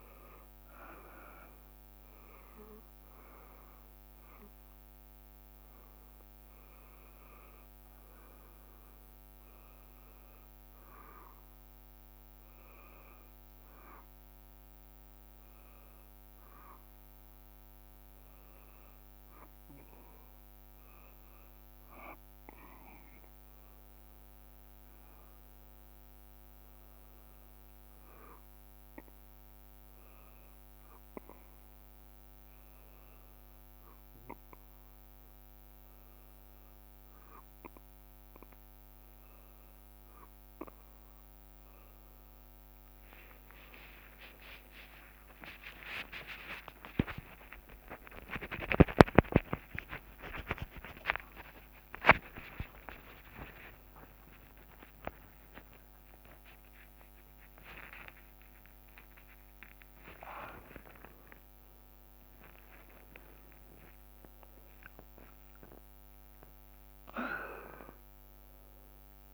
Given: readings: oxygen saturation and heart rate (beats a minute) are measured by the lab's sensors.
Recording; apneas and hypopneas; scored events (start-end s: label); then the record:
a person partly awake in a sleep study, by a microphone on the trachea; none
39.00-69.00 s: new sleep stage, awake
42.00-58.00 s: tachycardia (device-marked, heart rate 61 before, 150 extreme)
44.50-46.50 s: long interval between heartbeats (device-marked, heart rate 59 before, 87 extreme)
48.50-50.50 s: long interval between heartbeats (device-marked, heart rate 68 before, 123 extreme)
51.00-53.00 s: long interval between heartbeats (device-marked, heart rate 80 before, 117 extreme)
55.50-57.50 s: long interval between heartbeats (device-marked, heart rate 93 before, 108 extreme)
58.00-60.00 s: long interval between heartbeats (device-marked, heart rate 102 before, 110 extreme)
59.00-64.00 s: tachycardia (device-marked, heart rate 63 before, 112 extreme)
60.50-62.50 s: long interval between heartbeats (device-marked, heart rate 107 before, 99 extreme)
62.00-69.34 s: drop in pulse transit time (device-marked, heart rate 112 before, 63 extreme)
62.50-64.50 s: long interval between heartbeats (device-marked, heart rate 112 before, 103 extreme)
65.00-67.00 s: long interval between heartbeats (device-marked, heart rate 117 before, 108 extreme)
69.00-69.34 s: new sleep stage, N1 (lightest sleep)
From the record:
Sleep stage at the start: N2 (light sleep); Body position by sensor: on the back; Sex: male